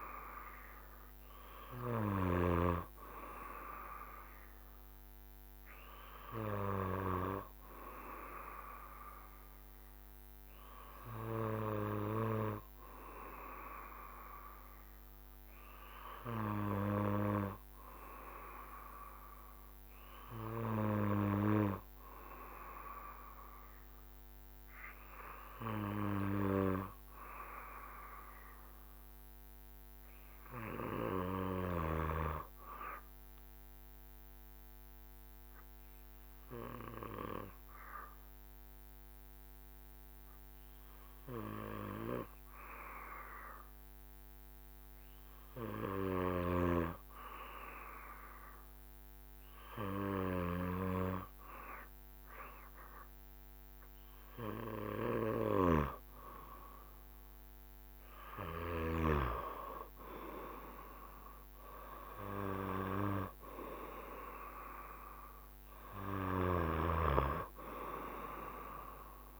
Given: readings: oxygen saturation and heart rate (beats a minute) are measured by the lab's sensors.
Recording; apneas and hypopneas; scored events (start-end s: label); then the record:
breathing in sleep by a microphone on the trachea; 1
3.00-13.00 s: drop in pulse transit time (device-marked, heart rate 67 before, 65 extreme)
5.00-7.00 s: long interval between heartbeats (device-marked, heart rate 68 before, 69 extreme)
26.00-29.50 s: arousal
35.50-56.00 s: obstructive apnea (oxygen 96% before, 94% lowest, heart rate 66 before, 65 extreme, up 5 after)
60.50-64.50 s: arousal
From the record:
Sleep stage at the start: N2 (light sleep); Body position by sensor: on the back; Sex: male